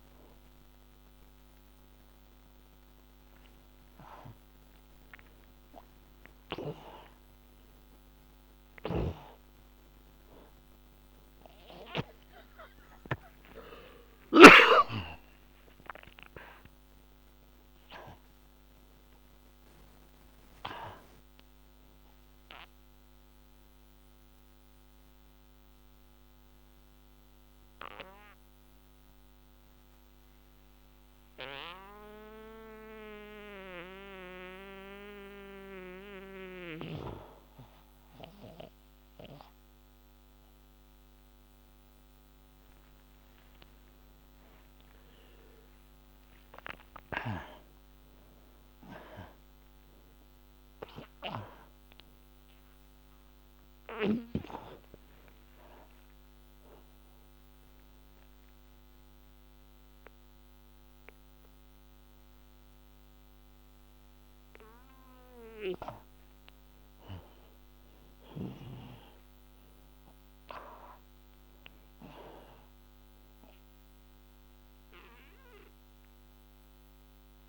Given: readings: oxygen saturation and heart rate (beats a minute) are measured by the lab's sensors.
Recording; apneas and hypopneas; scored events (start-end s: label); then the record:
breathing in sleep by a microphone on the trachea; 2
0.00-6.50 s: oxygen desaturation (device-marked, oxygen 78% lowest, heart rate 59 extreme)
14.00-18.50 s: arousal
16.50-26.50 s: oxygen desaturation (device-marked, oxygen 91% before, 85% lowest, heart rate 76 before, 59 extreme)
24.00-42.00 s: mixed apnea (oxygen 91% before, 78% lowest, heart rate 77 before, 57 extreme)
43.50-48.00 s: arousal
49.50-66.50 s: oxygen desaturation (device-marked, oxygen 96% before, 78% lowest, heart rate 97 before, 54 extreme)
56.50-68.50 s: hypopnea (oxygen 96% before, 75% lowest, heart rate 94 before, 54 extreme)
71.50-77.49 s: oxygen desaturation (device-marked, oxygen 94% before, 86% lowest, heart rate 74 before, 55 extreme)
From the record:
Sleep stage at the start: N2 (light sleep); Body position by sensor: on the back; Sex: male